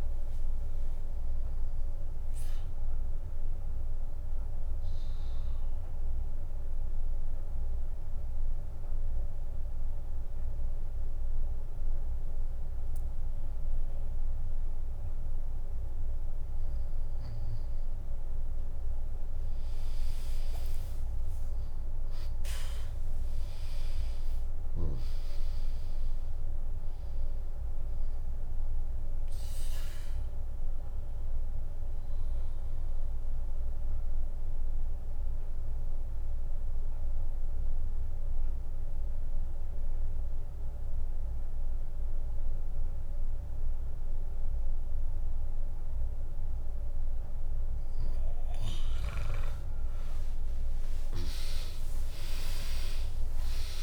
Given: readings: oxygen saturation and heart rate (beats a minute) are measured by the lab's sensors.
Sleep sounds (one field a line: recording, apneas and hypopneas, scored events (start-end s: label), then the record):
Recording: breathing in sleep by a room microphone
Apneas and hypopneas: 2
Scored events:
0.00-14.00 s: drop in pulse transit time (device-marked, heart rate 70 extreme)
5.50-17.50 s: obstructive apnea (oxygen 99% before, 95% lowest, heart rate 70 before, 59 extreme)
17.00-19.00 s: bradycardia (device-marked, heart rate 80 before, 66 extreme)
19.50-24.50 s: arousal
29.00-42.00 s: drop in pulse transit time (device-marked, heart rate 72 before, 81 extreme)
32.50-48.00 s: obstructive apnea (oxygen 100% before, 95% lowest, heart rate 72 before, 58 extreme, up 9 after)
45.00-47.00 s: bradycardia (device-marked, heart rate 79 before, 65 extreme)
50.50-53.83 s: arousal
52.00-53.83 s: oxygen desaturation (device-marked, oxygen 99% before, 95% lowest, heart rate 75 before, 58 extreme)
From the record:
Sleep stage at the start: N2 (light sleep)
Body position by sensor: on the back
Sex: female